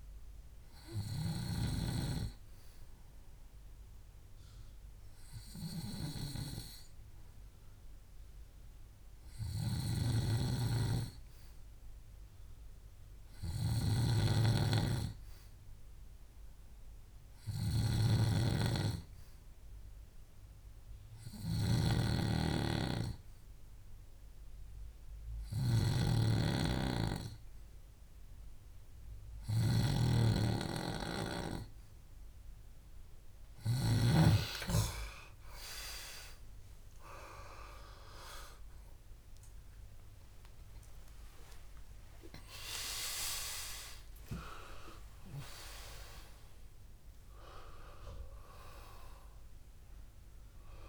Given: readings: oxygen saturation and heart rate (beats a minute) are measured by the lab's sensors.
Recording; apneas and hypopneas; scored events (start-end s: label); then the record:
breathing in sleep by a room microphone; 1
0.00-5.00 s: oxygen desaturation (device-marked, oxygen 92% lowest, heart rate 64 extreme)
5.50-30.00 s: hypopnea (oxygen 95% before, 91% lowest, heart rate 67 before, 64 extreme, up 5 after)
21.50-34.00 s: snoring (device-marked)
30.00-44.00 s: oxygen desaturation (device-marked, oxygen 97% before, 93% lowest, heart rate 65 before, 61 extreme)
38.00-43.00 s: arousal
42.50-44.50 s: long interval between heartbeats (device-marked, heart rate 67 before, 82 extreme)
49.00-50.89 s: oxygen desaturation (device-marked, oxygen 94% before, 91% lowest, heart rate 78 before, 60 extreme)
From the record:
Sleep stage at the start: N2 (light sleep); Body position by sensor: on the back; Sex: male